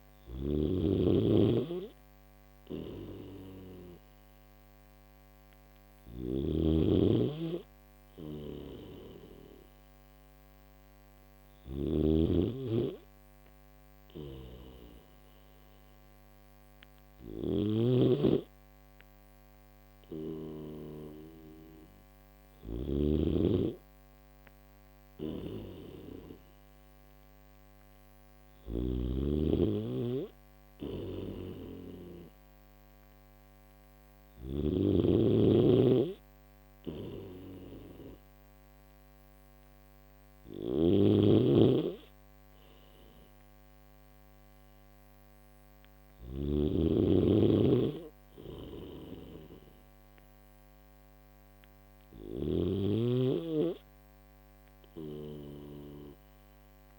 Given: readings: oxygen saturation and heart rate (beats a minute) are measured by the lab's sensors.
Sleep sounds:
breathing in sleep by a microphone on the trachea; none
2.00-11.50 s: snoring (device-marked)
13.50-20.00 s: snoring (device-marked)
24.50-34.00 s: snoring (device-marked)
27.00-56.99 s: new sleep stage, N1 (lightest sleep)
40.00-46.00 s: snoring (device-marked)
48.00-55.50 s: snoring (device-marked)
From the record:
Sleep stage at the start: N3 (deep sleep); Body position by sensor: on the back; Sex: male

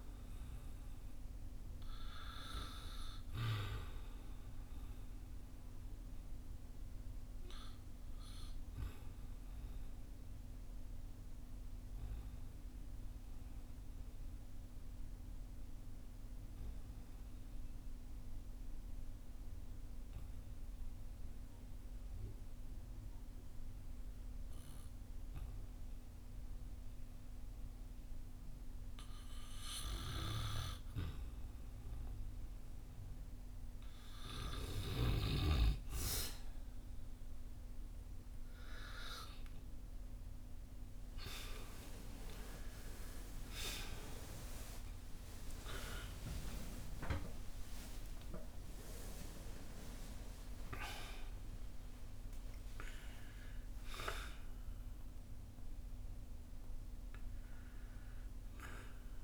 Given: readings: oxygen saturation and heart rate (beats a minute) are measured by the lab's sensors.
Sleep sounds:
breathing in sleep by a room microphone; 1
0.00-27.00 s: oxygen desaturation (device-marked, oxygen 96% before, 91% lowest, heart rate 54 before, 44 extreme)
6.00-32.50 s: obstructive apnea (oxygen 97% before, 91% lowest, heart rate 56 before, 44 extreme, up 14 after)
40.00-59.00 s: oxygen desaturation (device-marked, oxygen 97% before, 91% lowest, heart rate 50 before, 45 extreme)
44.00-50.00 s: arousal
From the record:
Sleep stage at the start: N2 (light sleep); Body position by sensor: on the back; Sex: male

